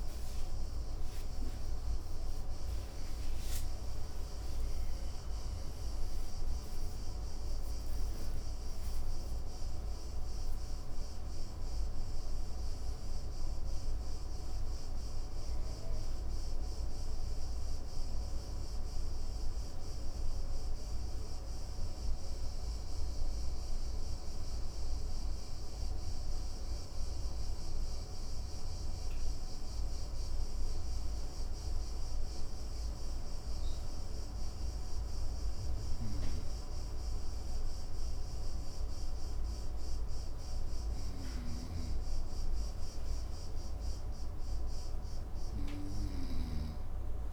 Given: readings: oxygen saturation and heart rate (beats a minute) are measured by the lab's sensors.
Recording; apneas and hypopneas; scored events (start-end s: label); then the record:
breathing in sleep, hard to hear, by a room microphone; none
0.00-4.50 s: arousal
28.00-47.33 s: new sleep stage, N2 (light sleep)
40.50-47.33 s: snoring (device-marked)
From the record:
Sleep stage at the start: N1 (lightest sleep); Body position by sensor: on the right side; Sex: male